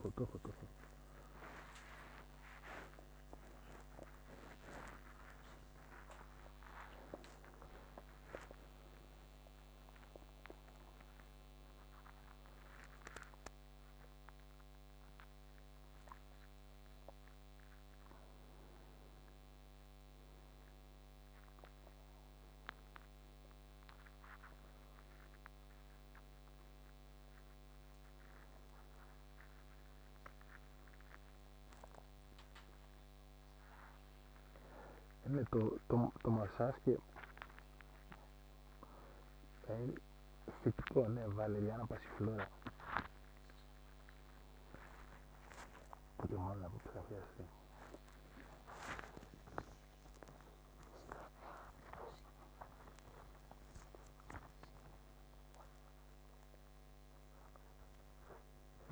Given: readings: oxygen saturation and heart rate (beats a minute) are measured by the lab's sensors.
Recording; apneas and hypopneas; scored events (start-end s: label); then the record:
a person awake in a sleep study, by a microphone on the trachea; none
none scored
From the record:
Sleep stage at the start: awake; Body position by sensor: upright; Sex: male